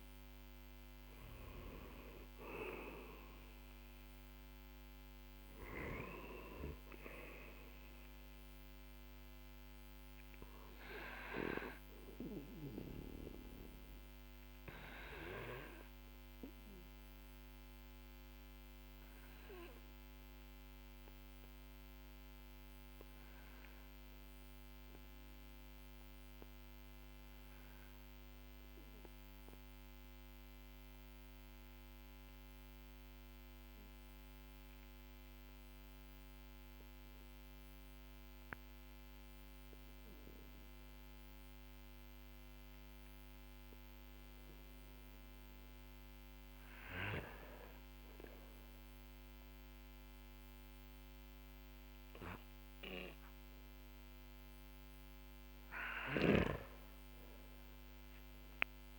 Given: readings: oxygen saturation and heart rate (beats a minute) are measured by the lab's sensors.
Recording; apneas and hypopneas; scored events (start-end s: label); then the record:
breathing in sleep by a microphone on the trachea; 1
0.00-28.00 s: oxygen desaturation (device-marked, oxygen 92% lowest, heart rate 44 extreme)
10.50-46.00 s: obstructive apnea (oxygen 97% before, 92% lowest, heart rate 54 before, 46 extreme, up 7 after)
48.50-52.00 s: arousal
53.00-58.99 s: oxygen desaturation (device-marked, oxygen 98% before, 95% lowest, heart rate 52 before, 44 extreme)
From the record:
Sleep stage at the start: N2 (light sleep); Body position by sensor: on the back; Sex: male